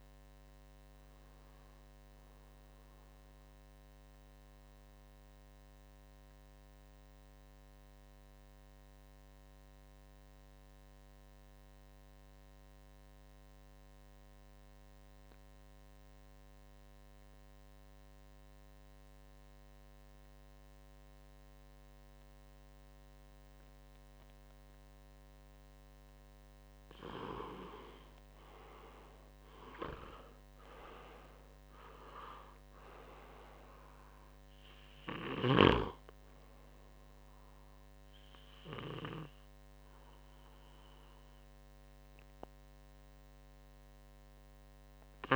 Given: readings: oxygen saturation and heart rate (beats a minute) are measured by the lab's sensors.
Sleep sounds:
breathing in sleep by a microphone on the trachea; 1
0.00-9.00 s: oxygen desaturation (device-marked, oxygen 90% lowest, heart rate 60 extreme)
3.50-26.00 s: mixed apnea (oxygen 99% before, 90% lowest, heart rate 70 before, 60 extreme, up 7 after)
28.00-31.00 s: arousal
28.00-45.36 s: oxygen desaturation (device-marked, oxygen 98% before, 91% lowest, heart rate 61 before, 60 extreme)
From the record:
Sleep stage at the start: N2 (light sleep); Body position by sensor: on the back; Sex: male

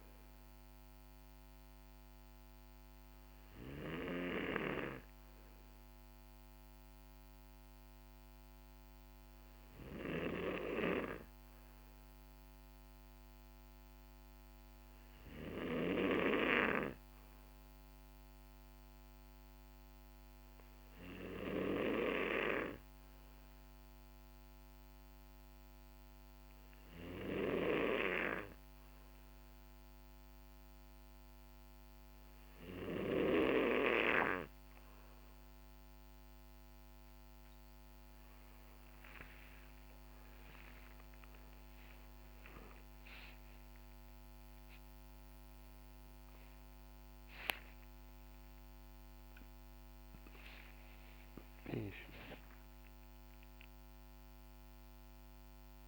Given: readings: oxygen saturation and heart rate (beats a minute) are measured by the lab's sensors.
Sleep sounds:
a person partly awake in a sleep study, by a microphone on the trachea; none
36.50-55.88 s: new sleep stage, awake
From the record:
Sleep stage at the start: N2 (light sleep); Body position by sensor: on the right side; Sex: male

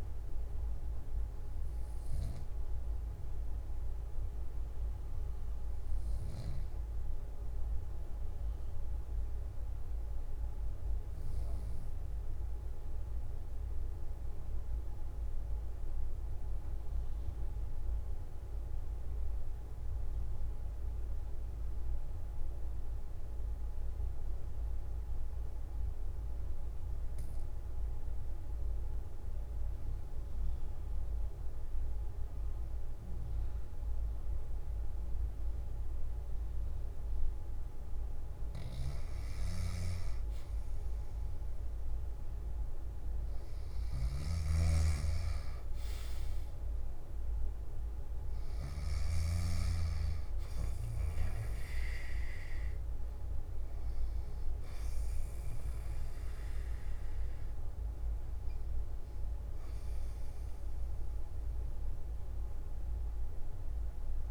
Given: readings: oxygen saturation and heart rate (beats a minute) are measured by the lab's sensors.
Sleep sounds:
breathing in sleep, hard to hear, by a room microphone; 1
0.00-14.50 s: oxygen desaturation (device-marked, oxygen 88% lowest, heart rate 54 extreme)
8.00-38.50 s: mixed apnea (oxygen 97% before, 87% lowest, heart rate 68 before, 53 extreme, up 3 after)
28.50-64.31 s: new sleep stage, N2 (light sleep)
32.50-64.31 s: oxygen desaturation (device-marked, oxygen 99% before, 87% lowest, heart rate 63 before, 50 extreme)
44.00-49.50 s: snoring (device-marked)
From the record:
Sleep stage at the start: N1 (lightest sleep); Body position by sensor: on the back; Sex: male

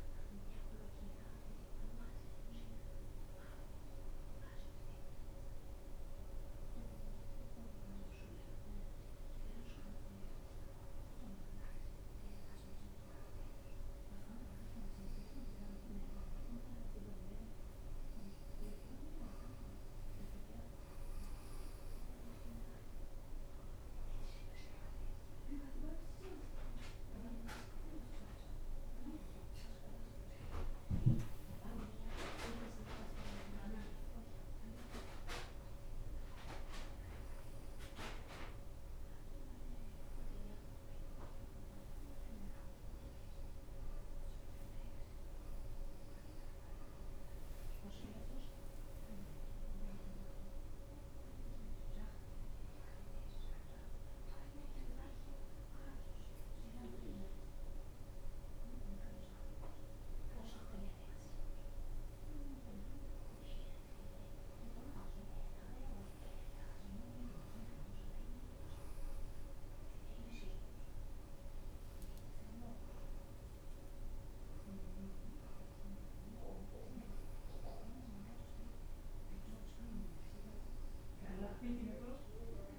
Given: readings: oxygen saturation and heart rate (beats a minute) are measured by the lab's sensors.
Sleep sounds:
breathing in sleep by a room microphone; none
19.50-38.50 s: oxygen desaturation (device-marked, oxygen 91% before, 88% lowest, heart rate 92 before, 86 extreme)
From the record:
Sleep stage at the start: N1 (lightest sleep); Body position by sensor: upright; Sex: female

